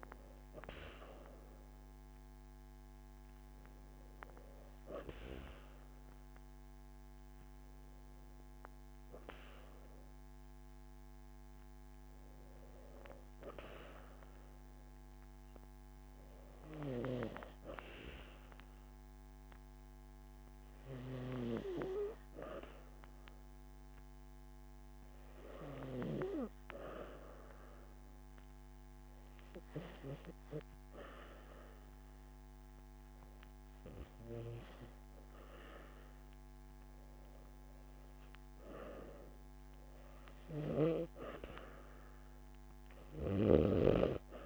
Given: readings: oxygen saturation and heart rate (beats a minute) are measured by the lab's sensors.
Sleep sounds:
breathing in sleep by a microphone on the trachea; 1
10.50-12.50 s: long interval between heartbeats (device-marked)
14.00-18.50 s: arousal
23.50-37.50 s: hypopnea (oxygen 96% before, 92% lowest)
32.00-44.46 s: new sleep stage, REM sleep
39.50-43.50 s: arousal
40.00-44.46 s: oxygen desaturation (device-marked, oxygen 95% before, 92% lowest)
From the record:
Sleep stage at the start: N2 (light sleep); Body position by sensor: on the back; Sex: female

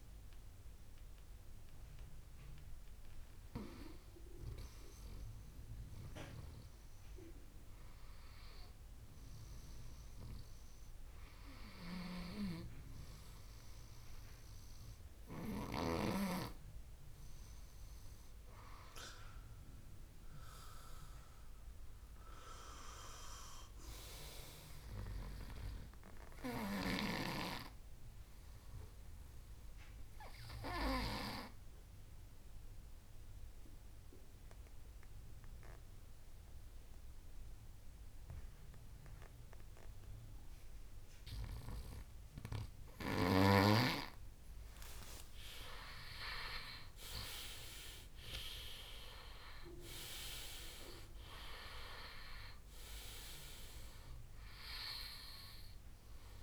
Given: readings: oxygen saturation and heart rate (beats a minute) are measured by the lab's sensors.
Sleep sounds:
breathing in sleep by a room microphone; 1
28.00-44.00 s: obstructive apnea (oxygen 97% before, 94% lowest, heart rate 74 before, 68 extreme, up 18 after)
37.50-39.50 s: long interval between heartbeats (device-marked, heart rate 73 before, 68 extreme)
46.50-51.00 s: arousal
52.00-54.00 s: long interval between heartbeats (device-marked, heart rate 75 before, 82 extreme)
From the record:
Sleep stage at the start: N2 (light sleep); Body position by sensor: on the right side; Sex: male

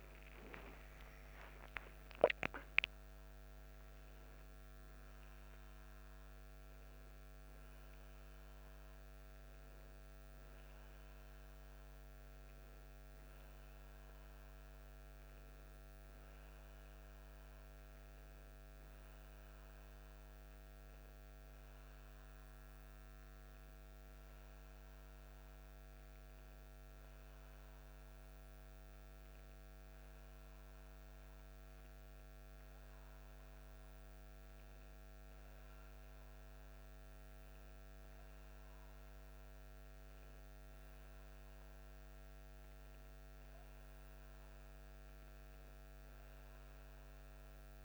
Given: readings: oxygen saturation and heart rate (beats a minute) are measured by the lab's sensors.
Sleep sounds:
breathing in sleep, hard to hear, by a microphone on the trachea; none
none scored
From the record:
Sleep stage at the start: N2 (light sleep); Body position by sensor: on the back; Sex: male

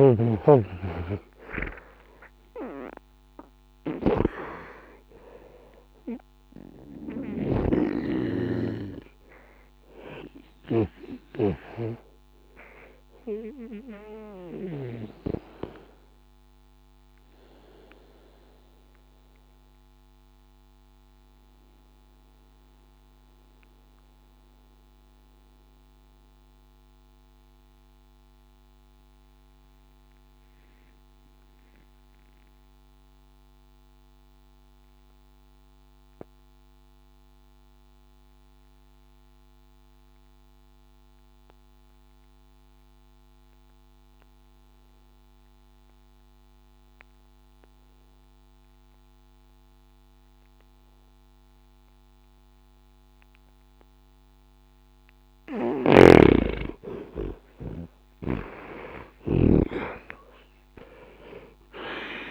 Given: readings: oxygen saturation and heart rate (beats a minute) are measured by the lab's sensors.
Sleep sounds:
breathing in sleep by a microphone on the trachea; 1
0.00-33.00 s: oxygen desaturation (device-marked, oxygen 79% lowest, heart rate 60 extreme)
14.00-54.00 s: obstructive apnea (oxygen 96% before, 77% lowest, heart rate 112 before, 60 extreme, up 0 after)
52.00-62.31 s: oxygen desaturation (device-marked, oxygen 98% before, 77% lowest, heart rate 61 before, 60 extreme)
55.50-59.50 s: snoring (device-marked)
56.00-60.00 s: arousal
From the record:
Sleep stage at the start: N2 (light sleep); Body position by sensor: on the back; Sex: male

